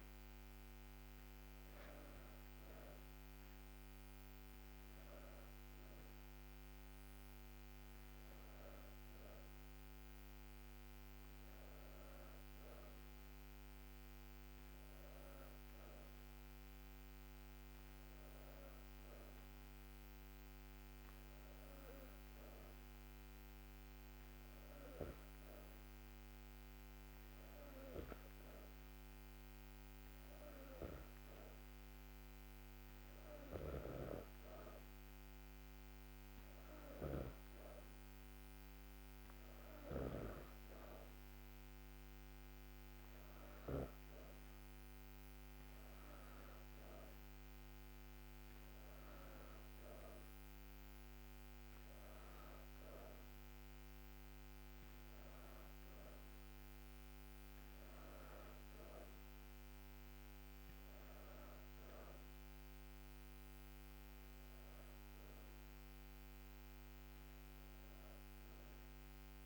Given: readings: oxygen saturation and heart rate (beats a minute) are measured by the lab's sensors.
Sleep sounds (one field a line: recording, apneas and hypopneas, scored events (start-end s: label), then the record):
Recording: breathing in sleep by a microphone on the trachea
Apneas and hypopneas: none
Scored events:
none scored
From the record:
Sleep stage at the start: N2 (light sleep)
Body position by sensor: on the back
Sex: female